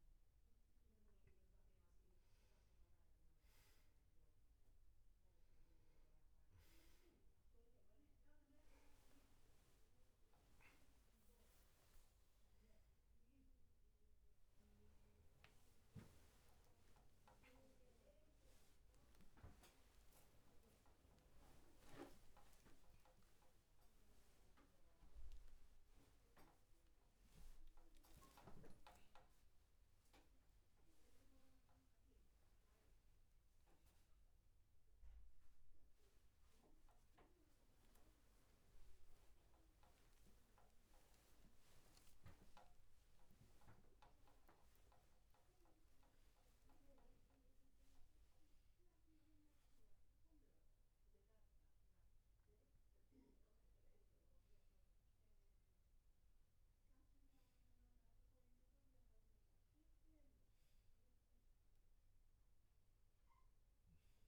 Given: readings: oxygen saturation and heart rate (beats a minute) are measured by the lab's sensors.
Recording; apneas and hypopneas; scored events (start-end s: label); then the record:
a person awake in a sleep study, hard to hear, by a room microphone; none
15.50-39.50 s: oxygen desaturation (device-marked, oxygen 97% before, 92% lowest, heart rate 56 before, 55 extreme)
From the record:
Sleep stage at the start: awake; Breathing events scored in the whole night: 175 in 2.9 hours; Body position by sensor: on the back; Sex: male